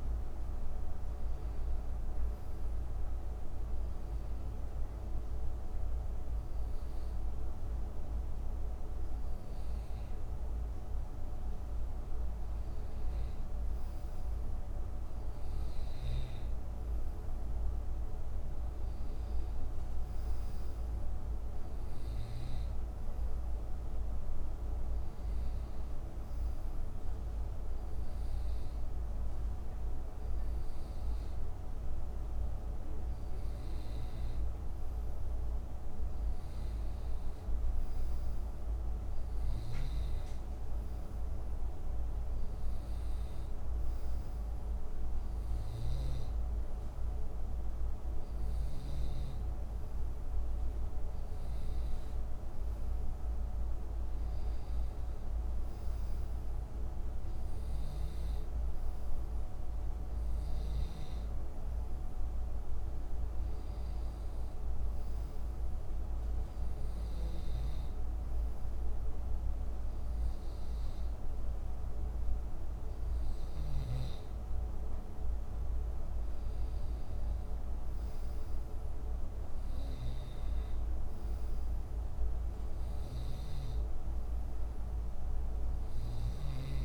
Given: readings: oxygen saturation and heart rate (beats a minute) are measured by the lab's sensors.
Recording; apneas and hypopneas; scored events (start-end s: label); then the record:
breathing in sleep, hard to hear, by a room microphone; 2
2.00-12.00 s: obstructive apnea (oxygen 93% before, 89% lowest, heart rate 75 before, 71 extreme, up 4 after)
14.00-18.50 s: arousal
19.00-25.00 s: oxygen desaturation (device-marked, oxygen 92% before, 89% lowest, heart rate 73 before, 73 extreme)
24.50-35.50 s: hypopnea (oxygen 92% before, 89% lowest, heart rate 73 before, 74 extreme, up 3 after)
37.00-41.50 s: arousal
From the record:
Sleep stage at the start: N2 (light sleep); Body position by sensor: on the back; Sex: male